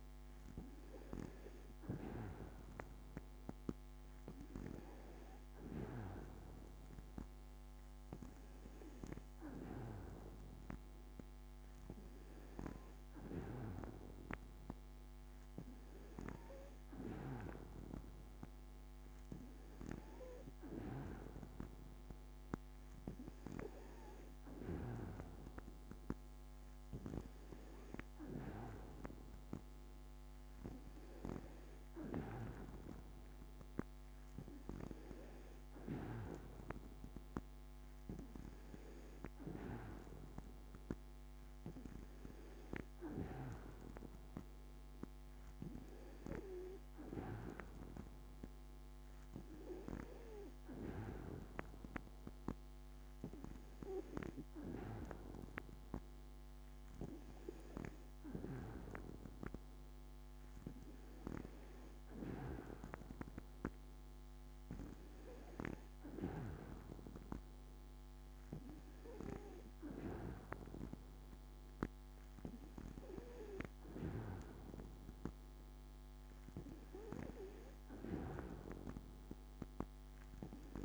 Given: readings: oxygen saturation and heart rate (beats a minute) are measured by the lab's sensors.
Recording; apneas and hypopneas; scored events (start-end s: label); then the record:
breathing in sleep by a microphone on the trachea; none
none scored
From the record:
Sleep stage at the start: N2 (light sleep); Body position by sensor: on the back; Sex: female